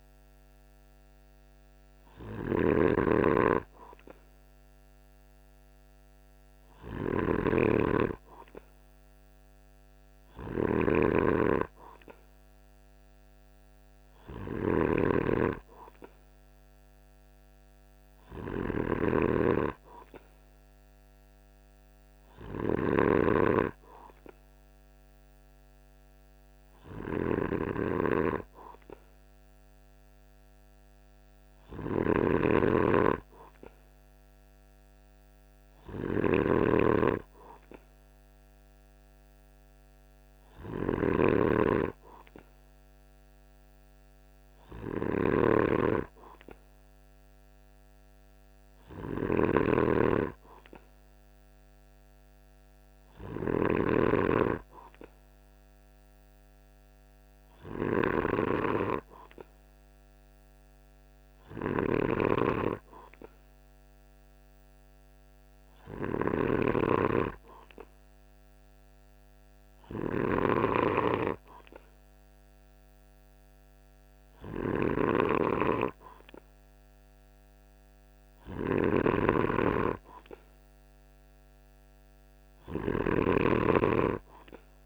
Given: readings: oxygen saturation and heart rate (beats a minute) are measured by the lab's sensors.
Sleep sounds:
breathing in sleep by a microphone on the trachea; none
0.00-84.86 s: snoring (device-marked)
From the record:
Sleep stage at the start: N2 (light sleep); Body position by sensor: on the right side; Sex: male

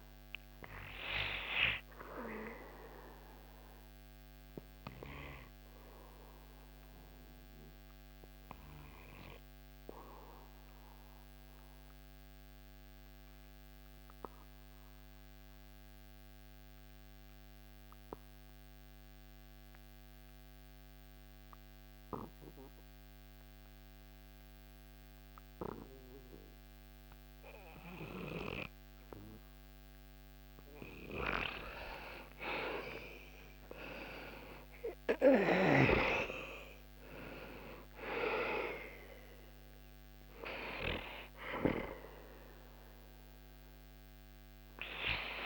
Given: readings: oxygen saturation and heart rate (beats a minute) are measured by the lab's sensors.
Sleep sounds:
breathing in sleep by a microphone on the trachea; 1
4.50-29.50 s: obstructive apnea (oxygen 99% before, 86% lowest, heart rate 80 before, 73 extreme, up 10 after)
32.50-37.00 s: arousal
38.50-45.46 s: oxygen desaturation (device-marked, oxygen 96% before, 86% lowest, heart rate 76 before, 76 extreme)
From the record:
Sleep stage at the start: N2 (light sleep); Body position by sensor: on the back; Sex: male

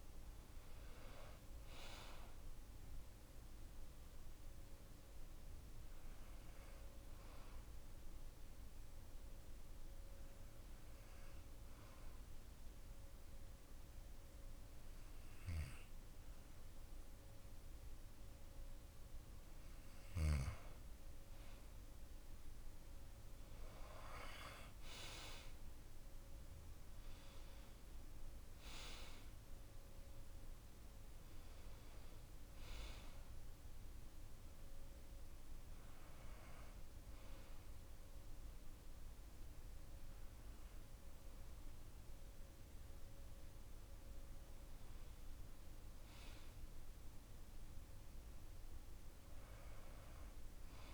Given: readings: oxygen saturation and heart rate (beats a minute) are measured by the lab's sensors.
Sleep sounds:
breathing in sleep by a room microphone; 1
0.00-8.50 s: oxygen desaturation (device-marked, oxygen 92% lowest)
7.00-18.50 s: hypopnea (oxygen 97% before, 92% lowest)
22.50-26.50 s: arousal
From the record:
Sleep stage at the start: N2 (light sleep); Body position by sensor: on the back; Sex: male

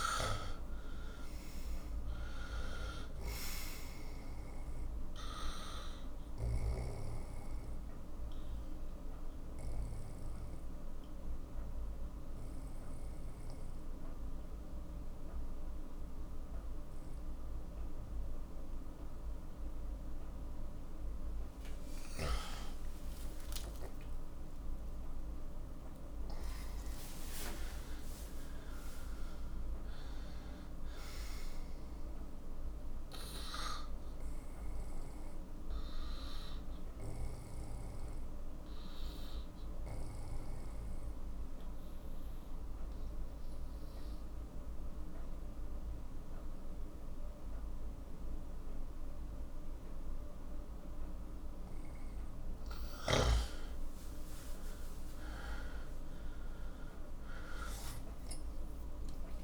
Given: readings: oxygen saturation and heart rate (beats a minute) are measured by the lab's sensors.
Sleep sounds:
breathing in sleep by a room microphone; 2
0.00-20.50 s: oxygen desaturation (device-marked, oxygen 92% lowest, heart rate 47 extreme)
8.00-20.50 s: obstructive apnea (oxygen 98% before, 91% lowest, heart rate 59 before, 50 extreme, up 47 after)
22.50-26.50 s: arousal
34.50-52.00 s: obstructive apnea (oxygen 98% before, 91% lowest, heart rate 69 before, 52 extreme, up 14 after)
56.50-59.44 s: oxygen desaturation (device-marked, oxygen 97% before, 91% lowest, heart rate 55 before, 52 extreme)
57.50-59.44 s: arousal
From the record:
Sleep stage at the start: N2 (light sleep); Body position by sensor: on the right side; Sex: male

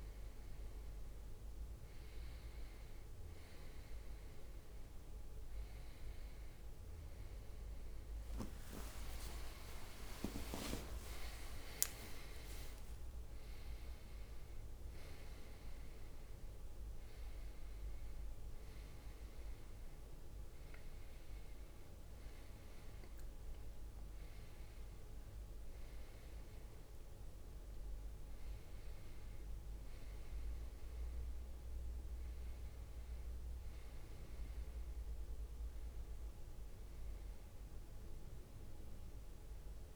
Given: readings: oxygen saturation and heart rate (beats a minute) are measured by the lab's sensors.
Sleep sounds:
a person awake in a sleep study, by a room microphone; none
0.00-9.00 s: drop in pulse transit time (device-marked, heart rate 62 extreme)
0.00-11.00 s: oxygen desaturation (device-marked, oxygen 93% lowest, heart rate 62 extreme)
10.50-12.50 s: long interval between heartbeats (device-marked, heart rate 67 before, 78 extreme)
12.00-13.00 s: leg movement (device-marked)
From the record:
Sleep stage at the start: awake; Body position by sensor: on the right side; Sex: male

